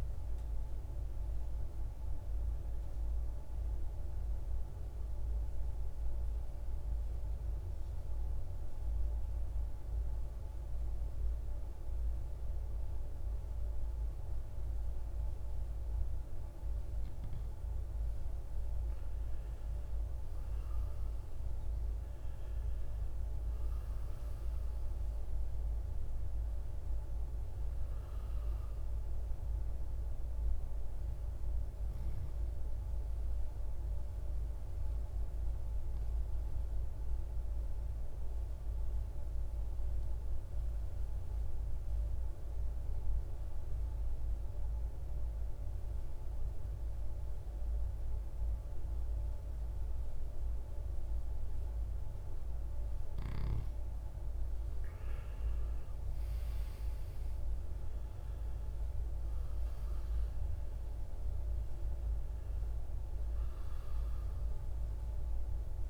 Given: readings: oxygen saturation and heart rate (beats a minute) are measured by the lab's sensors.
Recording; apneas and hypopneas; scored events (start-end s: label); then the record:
breathing in sleep, hard to hear, by a room microphone; 2
2.00-17.00 s: obstructive apnea (oxygen 100% before, 91% lowest, heart rate 58 before, 51 extreme, up 13 after)
18.50-42.50 s: oxygen desaturation (device-marked, oxygen 98% before, 93% lowest, heart rate 53 before, 55 extreme)
19.00-23.00 s: arousal
38.50-53.00 s: obstructive apnea (oxygen 98% before, 89% lowest, heart rate 60 before, 54 extreme, up 9 after)
54.50-58.50 s: arousal
56.50-65.90 s: oxygen desaturation (device-marked, oxygen 98% before, 91% lowest, heart rate 58 before, 54 extreme)
From the record:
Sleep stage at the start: N2 (light sleep); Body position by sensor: on the right side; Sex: male